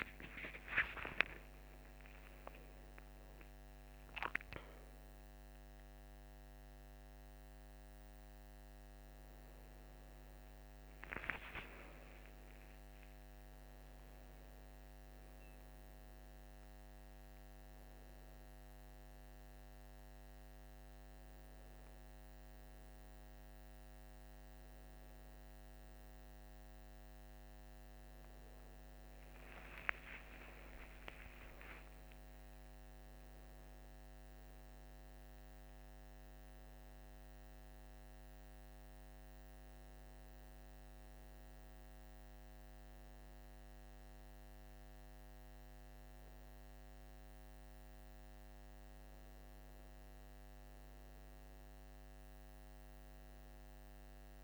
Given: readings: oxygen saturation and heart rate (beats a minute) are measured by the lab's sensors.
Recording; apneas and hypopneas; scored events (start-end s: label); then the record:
a person awake in a sleep study, by a microphone on the trachea; none
none scored
From the record:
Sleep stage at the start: awake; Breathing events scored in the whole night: 55 in 6.1 hours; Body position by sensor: on the right side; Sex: male